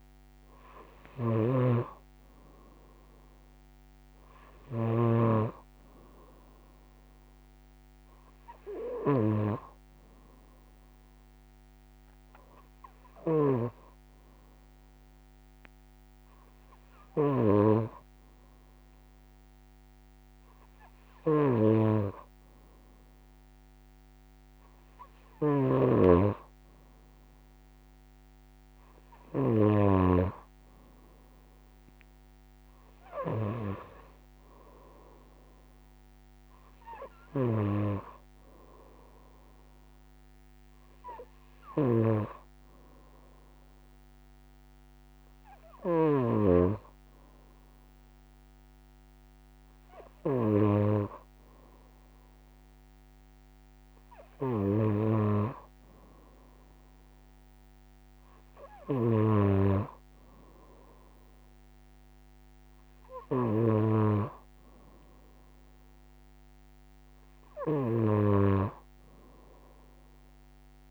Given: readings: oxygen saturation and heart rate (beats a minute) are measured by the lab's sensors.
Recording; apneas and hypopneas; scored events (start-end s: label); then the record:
breathing in sleep by a microphone on the trachea; none
0.00-1.00 s: arousal
8.00-21.00 s: oxygen desaturation (device-marked, oxygen 96% before, 91% lowest, heart rate 60 before, 61 extreme)
From the record:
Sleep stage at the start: N2 (light sleep); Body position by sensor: on the right side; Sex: female